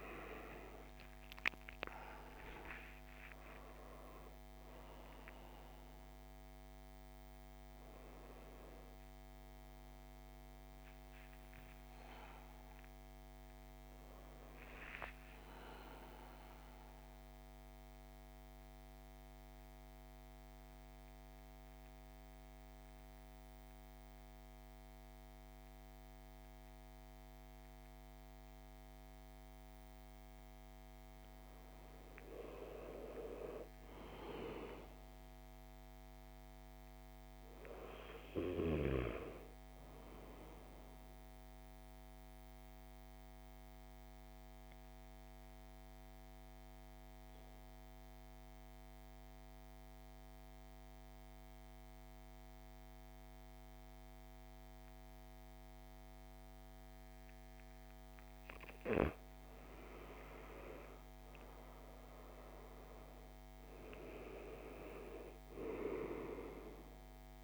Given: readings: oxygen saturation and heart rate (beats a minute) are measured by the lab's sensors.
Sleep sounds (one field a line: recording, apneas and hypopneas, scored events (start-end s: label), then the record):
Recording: breathing in sleep by a microphone on the trachea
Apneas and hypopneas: 2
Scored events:
0.00-23.00 s: oxygen desaturation (device-marked, oxygen 70% lowest, heart rate 52 extreme)
17.00-29.50 s: central apnea (oxygen 85% before, 72% lowest, heart rate 85 before, 52 extreme, up 5 after)
32.00-35.50 s: arousal
36.00-53.00 s: oxygen desaturation (device-marked, oxygen 100% before, 89% lowest, heart rate 59 before, 49 extreme)
41.00-58.00 s: mixed apnea (oxygen 100% before, 87% lowest, heart rate 55 before, 49 extreme, up 7 after)
60.00-64.00 s: arousal
64.00-67.44 s: oxygen desaturation (device-marked, oxygen 97% before, 87% lowest, heart rate 56 before, 49 extreme)
From the record:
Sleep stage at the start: N2 (light sleep)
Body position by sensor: on the right side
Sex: male